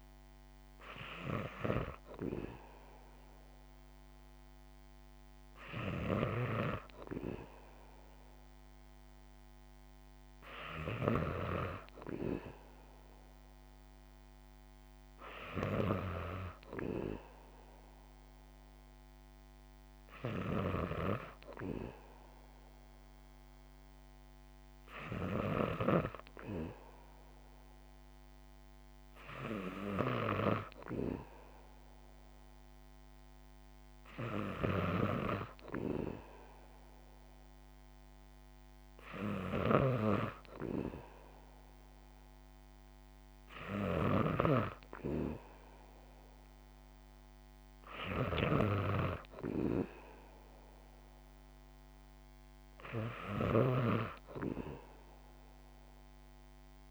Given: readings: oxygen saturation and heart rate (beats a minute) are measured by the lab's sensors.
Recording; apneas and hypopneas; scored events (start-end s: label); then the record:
breathing in sleep by a microphone on the trachea; none
39.00-56.91 s: snoring (device-marked)
From the record:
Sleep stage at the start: N2 (light sleep); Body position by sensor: on the back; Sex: female